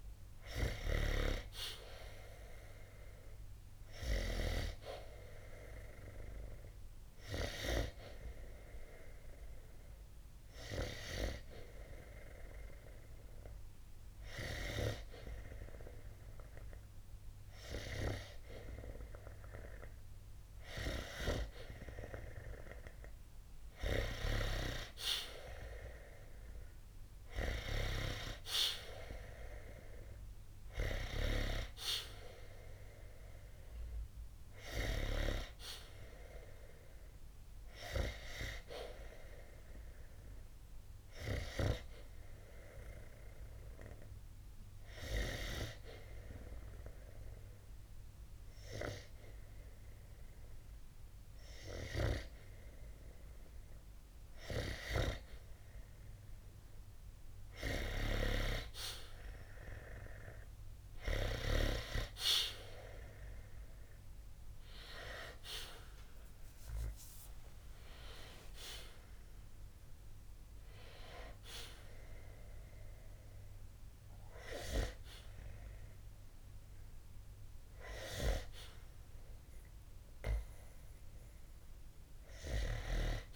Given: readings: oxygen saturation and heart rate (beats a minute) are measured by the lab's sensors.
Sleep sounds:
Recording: breathing in sleep by a room microphone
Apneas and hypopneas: 2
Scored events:
0.00-18.00 s: oxygen desaturation (device-marked, oxygen 90% lowest, heart rate 60 extreme)
7.00-19.50 s: hypopnea (oxygen 93% before, 90% lowest, heart rate 68 before, 60 extreme, up 8 after)
23.00-26.50 s: arousal
42.00-55.00 s: hypopnea (oxygen 96% before, 90% lowest, heart rate 66 before, 56 extreme)
57.00-60.00 s: arousal
58.00-83.36 s: oxygen desaturation (device-marked, oxygen 95% before, 90% lowest, heart rate 65 before, 58 extreme)
From the record:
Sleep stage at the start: N2 (light sleep)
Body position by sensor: on the back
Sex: male

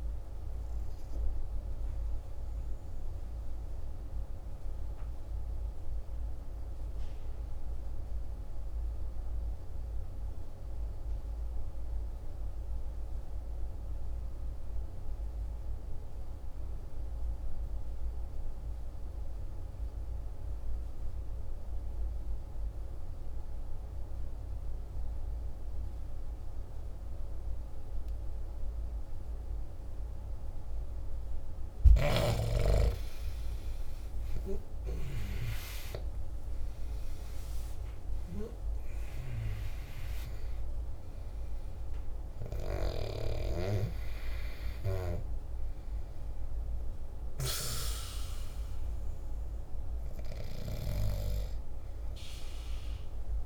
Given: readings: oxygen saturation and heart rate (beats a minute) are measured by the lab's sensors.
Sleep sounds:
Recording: breathing in sleep by a room microphone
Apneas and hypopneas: 1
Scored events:
0.00-2.50 s: oxygen desaturation (device-marked, oxygen 89% lowest, heart rate 48 extreme)
3.00-31.50 s: mixed apnea (oxygen 96% before, 84% lowest, heart rate 58 before, 48 extreme, up 18 after)
22.50-53.46 s: oxygen desaturation (device-marked, oxygen 99% before, 84% lowest, heart rate 49 before, 48 extreme)
33.50-39.00 s: arousal
From the record:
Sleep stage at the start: N2 (light sleep)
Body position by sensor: on the back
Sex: male

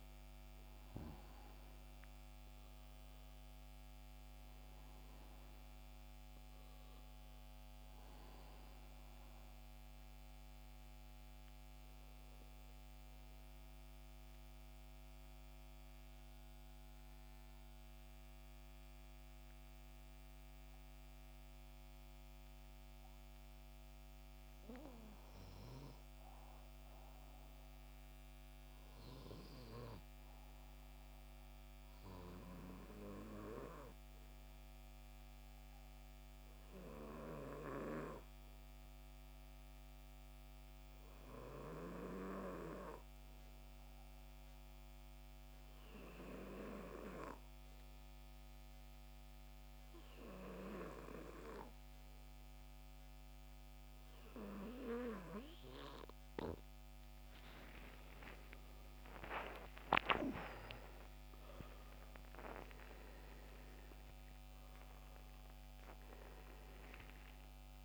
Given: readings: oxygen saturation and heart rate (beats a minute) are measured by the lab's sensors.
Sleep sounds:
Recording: breathing in sleep by a microphone on the trachea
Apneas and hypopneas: 1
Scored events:
0.00-2.00 s: arousal
10.50-56.50 s: hypopnea (oxygen 93% before, 83% lowest, heart rate 72 before, 65 extreme, up 17 after)
11.50-30.50 s: oxygen desaturation (device-marked, oxygen 93% before, 87% lowest, heart rate 72 before, 65 extreme)
41.50-62.50 s: oxygen desaturation (device-marked, oxygen 93% before, 86% lowest, heart rate 66 before, 65 extreme)
59.00-65.00 s: arousal
From the record:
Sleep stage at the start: N2 (light sleep)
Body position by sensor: on the back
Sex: male

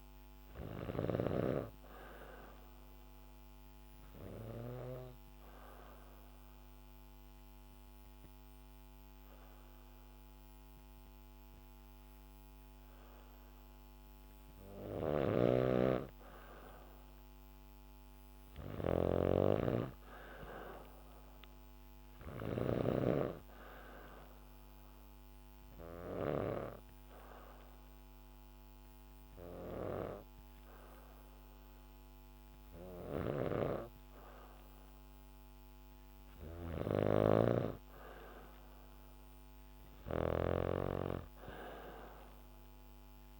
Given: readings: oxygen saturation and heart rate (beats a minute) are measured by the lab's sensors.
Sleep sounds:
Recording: breathing in sleep by a microphone on the trachea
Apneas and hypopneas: 2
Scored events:
4.00-14.00 s: obstructive apnea (oxygen 97% before, 93% lowest, heart rate 68 before, 66 extreme, up 0 after)
14.50-26.00 s: snoring (device-marked)
16.00-19.50 s: arousal
23.00-34.00 s: oxygen desaturation (device-marked, oxygen 97% before, 93% lowest, heart rate 69 before, 66 extreme)
24.00-35.50 s: obstructive apnea (oxygen 97% before, 93% lowest, heart rate 69 before, 66 extreme, up 2 after)
32.50-43.39 s: snoring (device-marked)
37.00-40.00 s: arousal
42.00-43.39 s: oxygen desaturation (device-marked, oxygen 96% before, 93% lowest, heart rate 69 before, 66 extreme)
From the record:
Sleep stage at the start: N2 (light sleep)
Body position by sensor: on the back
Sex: female

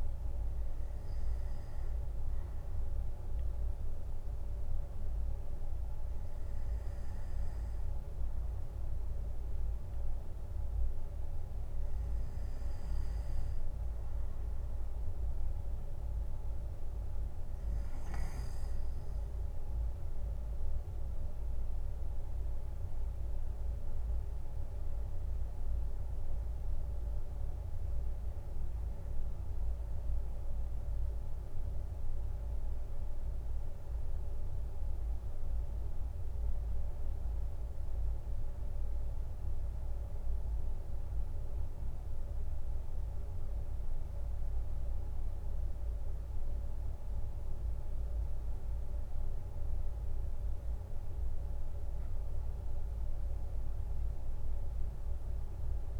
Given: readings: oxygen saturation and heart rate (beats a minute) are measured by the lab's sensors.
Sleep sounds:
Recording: breathing in sleep, hard to hear, by a room microphone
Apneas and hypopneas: none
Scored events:
23.00-56.00 s: new sleep stage, N1 (lightest sleep)
24.00-28.50 s: arousal
From the record:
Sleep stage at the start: N2 (light sleep)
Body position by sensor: on the left side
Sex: male

